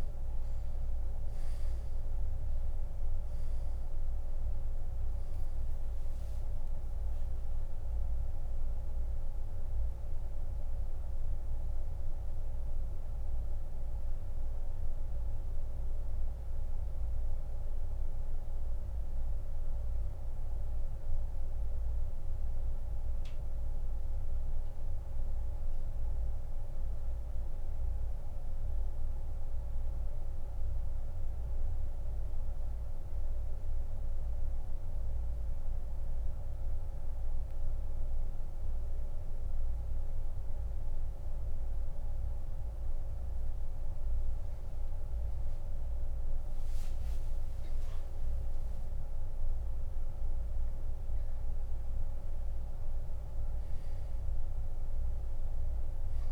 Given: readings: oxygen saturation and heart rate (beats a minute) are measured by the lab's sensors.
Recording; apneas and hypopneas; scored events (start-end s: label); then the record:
breathing in sleep, hard to hear, by a room microphone; 1
0.00-15.00 s: oxygen desaturation (device-marked, oxygen 91% lowest, heart rate 69 extreme)
6.50-10.50 s: arousal
12.50-44.00 s: central apnea (oxygen 96% before, 82% lowest, heart rate 97 before, 67 extreme, up 27 after)
17.00-45.00 s: oxygen desaturation (device-marked, oxygen 96% before, 82% lowest, heart rate 101 before, 67 extreme)
29.00-56.32 s: new sleep stage, N2 (light sleep)
47.00-50.50 s: arousal
From the record:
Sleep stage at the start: N1 (lightest sleep); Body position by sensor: on the back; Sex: male